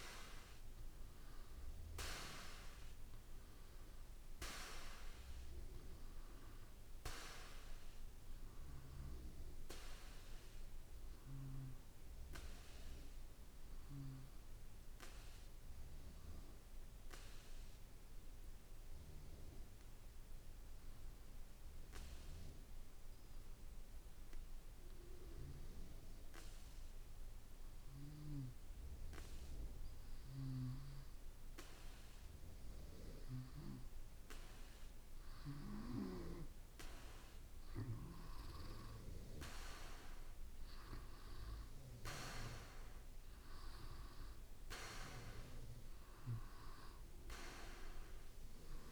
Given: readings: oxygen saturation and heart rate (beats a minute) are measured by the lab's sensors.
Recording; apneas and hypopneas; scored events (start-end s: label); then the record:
breathing in sleep by a room microphone; 1
0.00-2.00 s: arousal
2.00-4.00 s: long interval between heartbeats (device-marked, heart rate 57 before, 69 extreme)
15.50-34.50 s: obstructive apnea (oxygen 94% before, 91% lowest, heart rate 60 before, 54 extreme, up 3 after)
31.50-48.92 s: oxygen desaturation (device-marked, oxygen 95% before, 91% lowest, heart rate 54 before, 54 extreme)
34.50-48.92 s: drop in pulse transit time (device-marked, heart rate 55 before, 56 extreme)
37.00-40.50 s: arousal
From the record:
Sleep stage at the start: N2 (light sleep); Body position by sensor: on the back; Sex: male